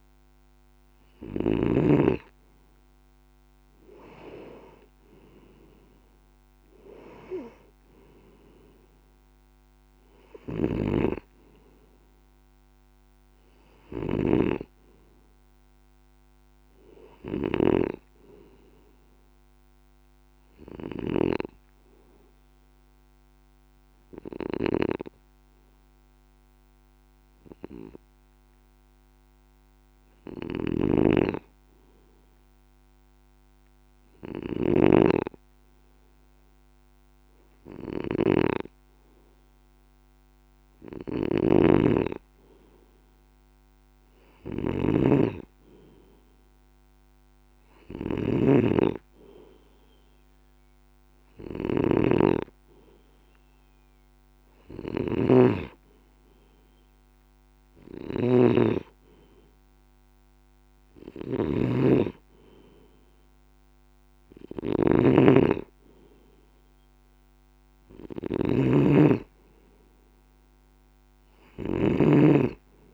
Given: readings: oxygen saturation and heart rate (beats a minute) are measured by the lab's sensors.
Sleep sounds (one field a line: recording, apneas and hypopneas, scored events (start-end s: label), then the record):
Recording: breathing in sleep by a microphone on the trachea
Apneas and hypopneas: 1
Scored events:
0.00-1.50 s: arousal
0.00-1.50 s: snoring (device-marked)
10.00-72.94 s: snoring (device-marked)
19.00-40.50 s: hypopnea (oxygen 96% before, 93% lowest)
42.00-45.50 s: arousal
From the record:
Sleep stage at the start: N2 (light sleep)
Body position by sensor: on the left side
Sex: male